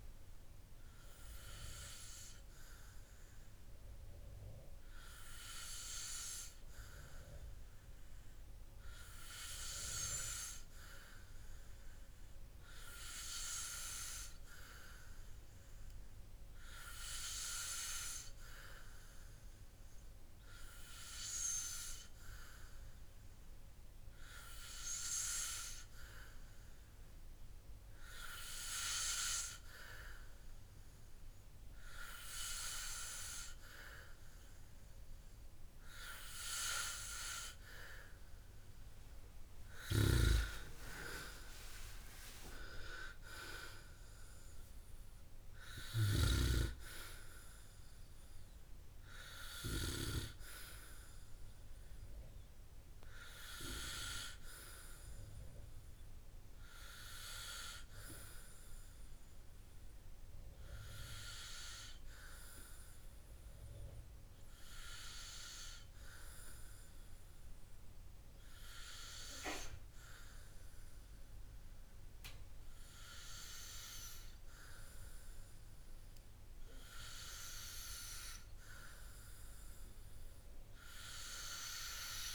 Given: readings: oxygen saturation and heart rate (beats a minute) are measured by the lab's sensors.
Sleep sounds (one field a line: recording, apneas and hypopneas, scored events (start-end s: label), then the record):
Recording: breathing in sleep by a room microphone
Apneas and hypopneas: none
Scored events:
41.50-45.00 s: arousal
From the record:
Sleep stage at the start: N2 (light sleep)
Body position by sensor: on the back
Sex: male